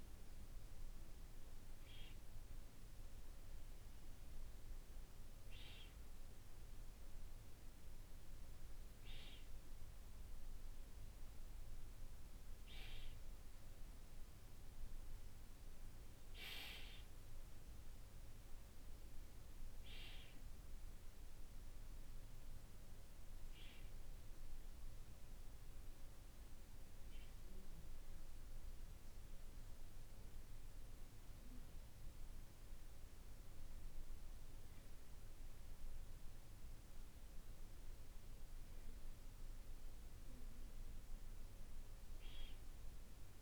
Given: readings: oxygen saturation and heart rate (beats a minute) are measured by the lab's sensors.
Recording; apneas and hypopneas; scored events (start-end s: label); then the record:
breathing in sleep by a room microphone; none
none scored
From the record:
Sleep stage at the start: N2 (light sleep); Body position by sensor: on the back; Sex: male